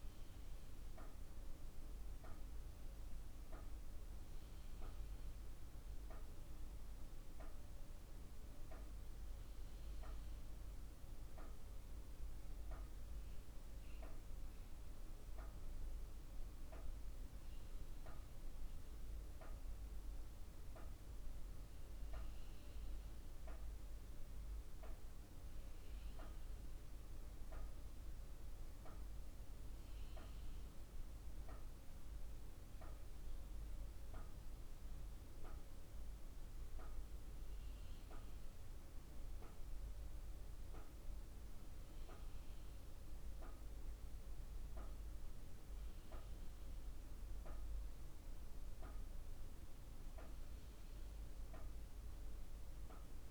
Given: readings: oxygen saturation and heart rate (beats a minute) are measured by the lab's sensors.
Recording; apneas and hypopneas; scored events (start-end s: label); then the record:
breathing in sleep, hard to hear, by a room microphone; none
none scored
From the record:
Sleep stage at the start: N2 (light sleep); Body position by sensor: on the right side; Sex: female